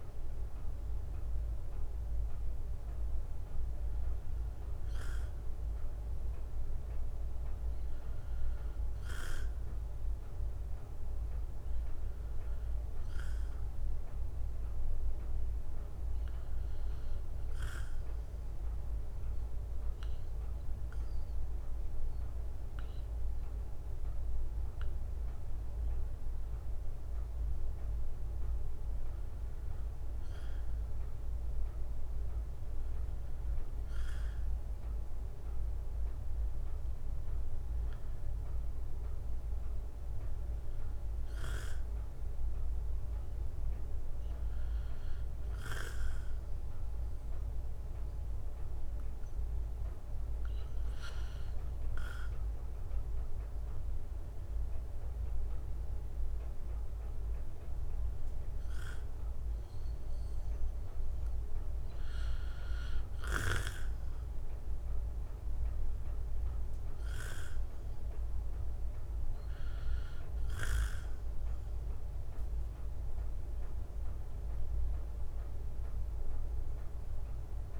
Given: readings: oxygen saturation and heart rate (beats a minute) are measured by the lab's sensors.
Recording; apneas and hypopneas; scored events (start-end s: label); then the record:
breathing in sleep by a room microphone; 2
13.50-25.50 s: obstructive apnea (oxygen 94% before, 91% lowest, heart rate 65 before, 62 extreme, up 4 after)
27.50-32.00 s: arousal
32.50-48.50 s: oxygen desaturation (device-marked, oxygen 94% before, 91% lowest, heart rate 65 before, 62 extreme)
44.50-56.00 s: hypopnea (oxygen 94% before, 92% lowest, heart rate 65 before, 62 extreme, up 4 after)
57.50-60.50 s: arousal
From the record:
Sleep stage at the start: N2 (light sleep); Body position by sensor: on the right side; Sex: male